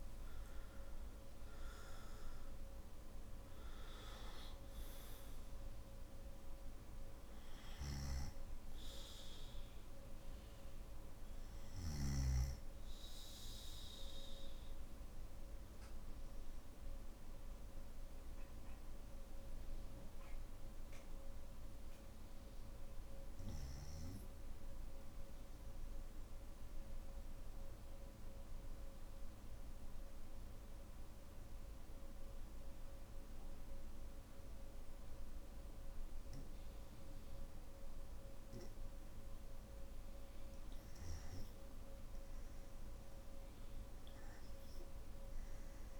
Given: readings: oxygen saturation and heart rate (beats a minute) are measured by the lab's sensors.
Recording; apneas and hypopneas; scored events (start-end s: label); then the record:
breathing in sleep, hard to hear, by a room microphone; 1
13.50-41.50 s: obstructive apnea (oxygen 98% before, 88% lowest, heart rate 56 before, 46 extreme, up 3 after)
45.00-46.00 s: oxygen desaturation (device-marked, oxygen 98% before, 88% lowest, heart rate 48 before, 45 extreme)
From the record:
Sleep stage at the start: N2 (light sleep); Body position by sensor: on the back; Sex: male